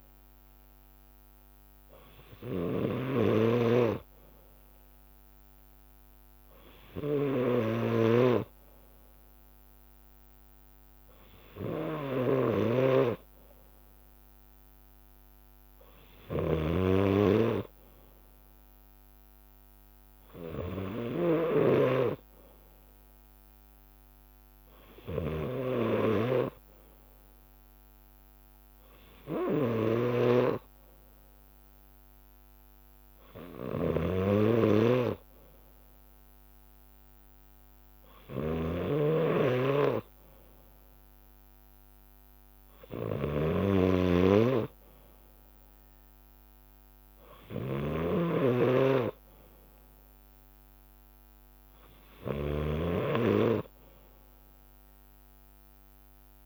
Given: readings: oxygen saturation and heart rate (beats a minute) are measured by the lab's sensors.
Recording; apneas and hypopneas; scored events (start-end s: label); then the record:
breathing in sleep by a microphone on the trachea; none
2.00-4.00 s: leg movement (device-marked)
25.50-28.00 s: leg movement (device-marked)
29.50-32.50 s: bradycardia (device-marked, heart rate 59 before, 60 extreme)
29.50-35.50 s: leg movement (device-marked)
33.50-35.50 s: bradycardia (device-marked, heart rate 59 before, 59 extreme)
38.50-40.50 s: bradycardia (device-marked, heart rate 59 before, 60 extreme)
39.00-56.45 s: snoring (device-marked)
42.00-49.00 s: leg movement (device-marked)
43.50-51.50 s: bradycardia (device-marked, heart rate 59 before, 59 extreme)
52.50-55.00 s: leg movement (device-marked)
From the record:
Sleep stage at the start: N2 (light sleep); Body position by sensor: on the left side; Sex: male